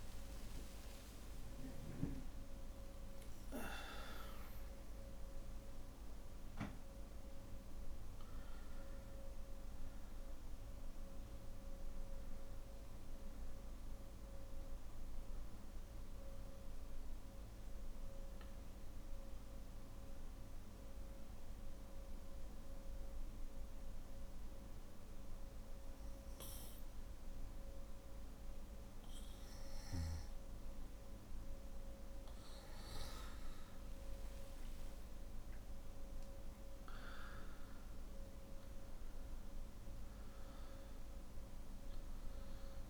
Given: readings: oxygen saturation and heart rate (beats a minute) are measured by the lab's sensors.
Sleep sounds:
breathing in sleep, hard to hear, by a room microphone; 1
0.00-10.50 s: oxygen desaturation (device-marked, oxygen 91% lowest, heart rate 51 extreme)
17.00-29.50 s: obstructive apnea (oxygen 96% before, 93% lowest, heart rate 82 before, 49 extreme, up 13 after)
35.50-42.90 s: oxygen desaturation (device-marked, oxygen 98% before, 94% lowest, heart rate 56 before, 49 extreme)
From the record:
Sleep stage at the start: N1 (lightest sleep); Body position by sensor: on the back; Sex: male

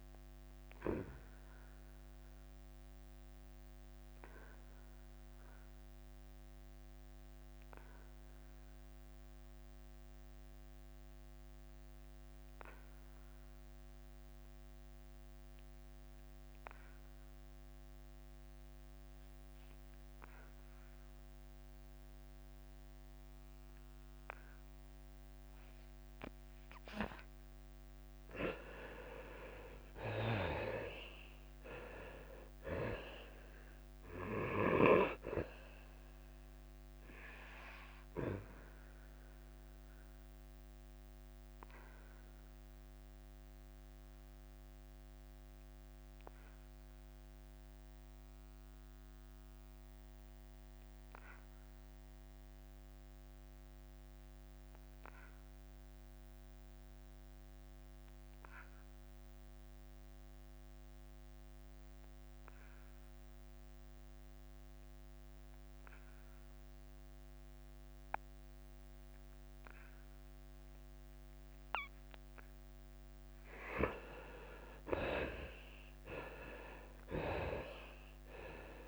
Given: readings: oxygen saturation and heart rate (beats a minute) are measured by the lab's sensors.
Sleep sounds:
breathing in sleep by a microphone on the trachea; 2
0.00-4.00 s: drop in pulse transit time (device-marked, heart rate 88 extreme)
0.00-21.00 s: oxygen desaturation (device-marked, oxygen 76% lowest, heart rate 86 extreme)
3.00-28.50 s: obstructive apnea (oxygen 99% before, 76% lowest, heart rate 90 before, 86 extreme, up 6 after)
30.00-43.00 s: drop in pulse transit time (device-marked, heart rate 90 before, 89 extreme)
31.00-34.50 s: arousal
40.00-73.50 s: obstructive apnea (oxygen 97% before, 74% lowest, heart rate 89 before, 84 extreme, up 10 after)
53.00-60.00 s: oxygen desaturation (device-marked, oxygen 94% before, 78% lowest, heart rate 89 before, 84 extreme)
56.50-58.50 s: long interval between heartbeats (device-marked, heart rate 89 before, 89 extreme)
75.00-78.88 s: drop in pulse transit time (device-marked, heart rate 88 before, 91 extreme)
76.00-78.88 s: arousal
From the record:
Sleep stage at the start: N2 (light sleep); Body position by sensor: on the back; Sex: male

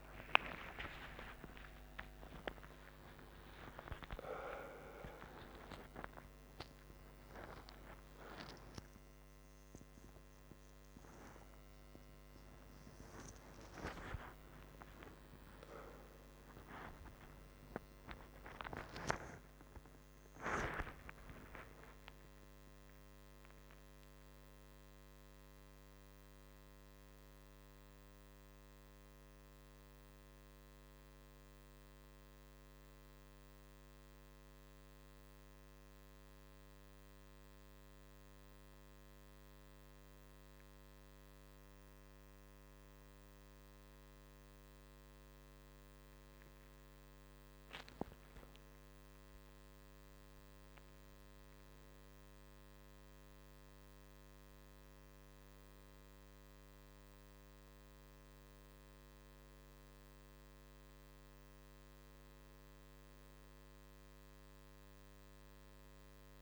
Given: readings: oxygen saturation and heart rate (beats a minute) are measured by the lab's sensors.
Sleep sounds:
a person partly awake in a sleep study, by a microphone on the trachea; 1
0.00-2.00 s: long interval between heartbeats (device-marked, heart rate 61 before, 82 extreme)
4.00-6.00 s: long interval between heartbeats (device-marked, heart rate 72 before, 124 extreme)
6.00-8.00 s: long interval between heartbeats (device-marked, heart rate 78 before, 129 extreme)
8.00-10.00 s: long interval between heartbeats (device-marked, heart rate 85 before, 146 extreme)
10.00-66.42 s: new sleep stage, N1 (lightest sleep)
10.50-12.50 s: long interval between heartbeats (device-marked, heart rate 94 before, 160 extreme)
13.00-15.00 s: long interval between heartbeats (device-marked, heart rate 111 before, 186 extreme)
28.50-46.50 s: hypopnea (oxygen 99% before, 94% lowest, heart rate 124 before, 53 extreme, up 8 after)
46.00-66.42 s: oxygen desaturation (device-marked, oxygen 98% before, 94% lowest, heart rate 56 before, 51 extreme)
47.50-52.50 s: arousal
From the record:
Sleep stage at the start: awake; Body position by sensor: on the right side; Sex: male

